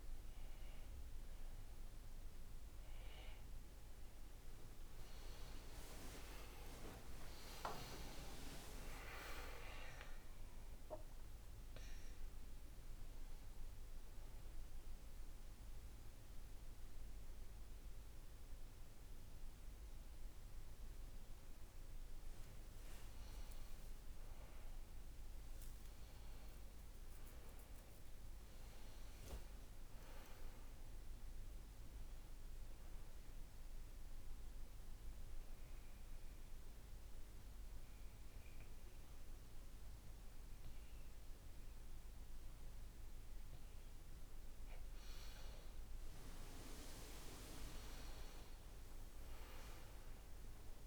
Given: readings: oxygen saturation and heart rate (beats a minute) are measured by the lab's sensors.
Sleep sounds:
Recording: breathing in sleep by a room microphone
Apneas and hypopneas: 1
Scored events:
5.50-10.50 s: arousal
14.00-19.00 s: oxygen desaturation (device-marked, oxygen 95% before, 92% lowest, heart rate 68 before, 49 extreme)
22.50-27.00 s: arousal
33.00-43.00 s: oxygen desaturation (device-marked, oxygen 97% before, 93% lowest, heart rate 68 before, 49 extreme)
33.50-44.00 s: obstructive apnea (oxygen 97% before, 91% lowest, heart rate 68 before, 49 extreme, up 22 after)
48.00-50.87 s: arousal
From the record:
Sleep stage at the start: N2 (light sleep)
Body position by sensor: on the back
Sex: male

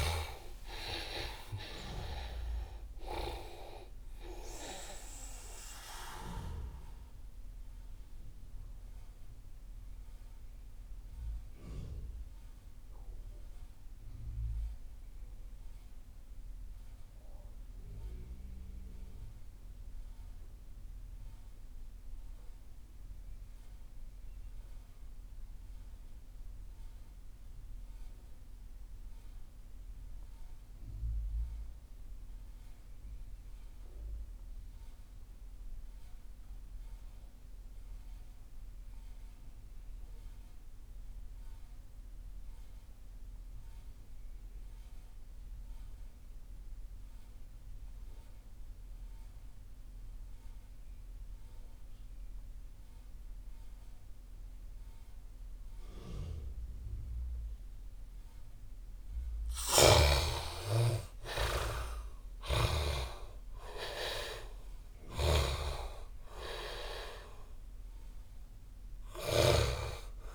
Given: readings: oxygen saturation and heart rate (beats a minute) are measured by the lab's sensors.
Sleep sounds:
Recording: breathing in sleep by a room microphone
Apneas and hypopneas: 1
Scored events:
0.00-2.00 s: arousal
0.00-18.00 s: oxygen desaturation (device-marked, oxygen 80% lowest)
6.50-59.00 s: mixed apnea (oxygen 95% before, 69% lowest)
37.00-70.35 s: oxygen desaturation (device-marked, oxygen 98% before, 69% lowest)
59.00-62.50 s: snoring (device-marked)
59.50-64.50 s: arousal
64.50-69.50 s: snoring (device-marked)
From the record:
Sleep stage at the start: REM sleep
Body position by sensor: on the back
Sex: male

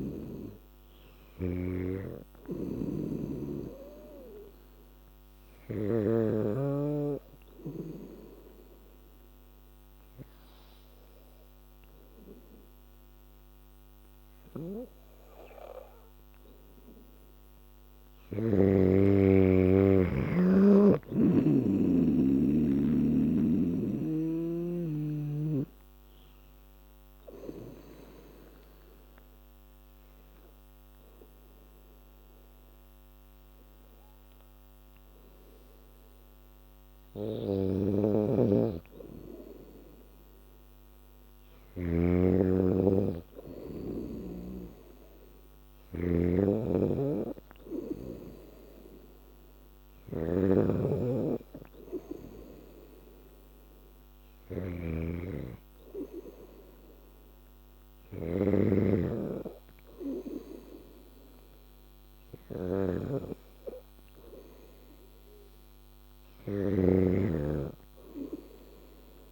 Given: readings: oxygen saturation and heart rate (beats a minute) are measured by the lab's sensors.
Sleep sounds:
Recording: breathing in sleep by a microphone on the trachea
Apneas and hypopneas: 2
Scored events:
2.50-6.00 s: snoring (device-marked)
4.50-16.50 s: hypopnea (oxygen 97% before, 92% lowest, heart rate 86 before, 79 extreme, up 1 after)
19.50-23.00 s: arousal
22.50-40.50 s: oxygen desaturation (device-marked, oxygen 97% before, 92% lowest, heart rate 87 before, 80 extreme)
27.00-38.00 s: obstructive apnea (oxygen 97% before, 92% lowest, heart rate 86 before, 82 extreme, up 4 after)
37.50-42.00 s: snoring (device-marked)
40.50-44.00 s: arousal
42.50-54.50 s: oxygen desaturation (device-marked, oxygen 98% before, 94% lowest, heart rate 82 before, 84 extreme)
46.50-69.32 s: snoring (device-marked)
From the record:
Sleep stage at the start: N2 (light sleep)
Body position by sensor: on the back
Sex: female

